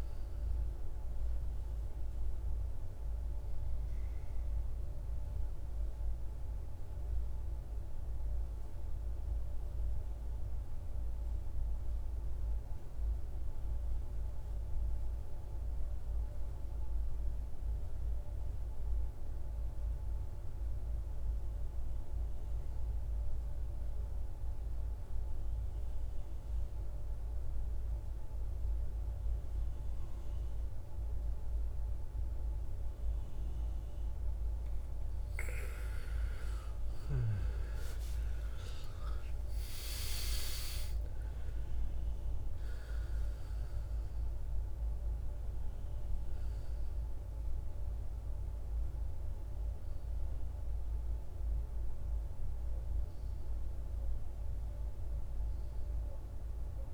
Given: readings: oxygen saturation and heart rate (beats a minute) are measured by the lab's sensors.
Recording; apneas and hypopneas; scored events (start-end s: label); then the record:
breathing in sleep, hard to hear, by a room microphone; 1
0.00-16.50 s: oxygen desaturation (device-marked, oxygen 89% lowest, heart rate 53 extreme)
7.00-34.00 s: mixed apnea (oxygen 100% before, 83% lowest, heart rate 58 before, 53 extreme, up 14 after)
31.50-56.94 s: oxygen desaturation (device-marked, oxygen 98% before, 83% lowest, heart rate 58 before, 54 extreme)
36.00-41.50 s: arousal
From the record:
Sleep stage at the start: N2 (light sleep); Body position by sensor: on the back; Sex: male